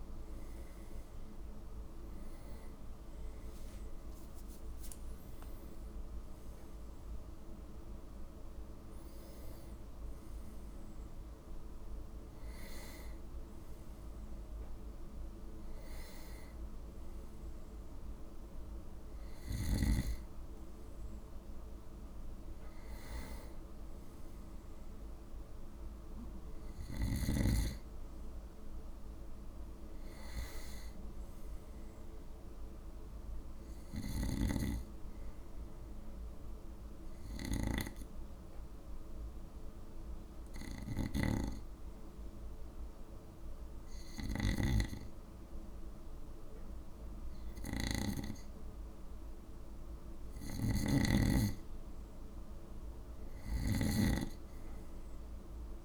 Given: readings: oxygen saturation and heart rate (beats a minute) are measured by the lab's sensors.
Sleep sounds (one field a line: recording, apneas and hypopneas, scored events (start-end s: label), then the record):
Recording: breathing in sleep by a room microphone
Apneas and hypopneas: 1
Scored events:
6.00-9.50 s: arousal
29.00-32.00 s: arousal
35.00-49.50 s: hypopnea (oxygen 97% before, 93% lowest, heart rate 59 before, 57 extreme, up 5 after)
41.00-44.50 s: snoring (device-marked)
50.50-55.85 s: snoring (device-marked)
52.00-55.00 s: arousal
From the record:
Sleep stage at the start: N2 (light sleep)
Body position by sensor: on the right side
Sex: male